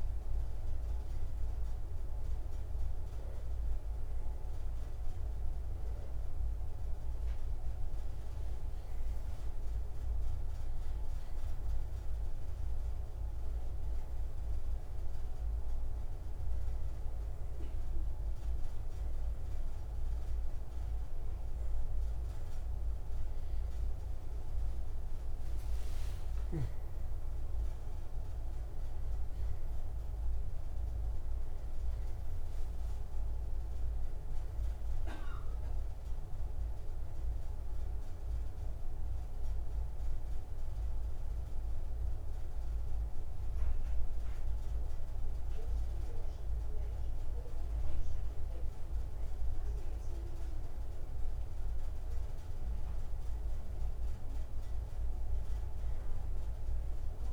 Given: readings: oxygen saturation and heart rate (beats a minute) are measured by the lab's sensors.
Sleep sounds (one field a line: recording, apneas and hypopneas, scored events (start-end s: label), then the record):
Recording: breathing in sleep, hard to hear, by a room microphone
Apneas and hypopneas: none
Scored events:
27.50-31.50 s: arousal
From the record:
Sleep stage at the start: N2 (light sleep)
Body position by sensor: on the right side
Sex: male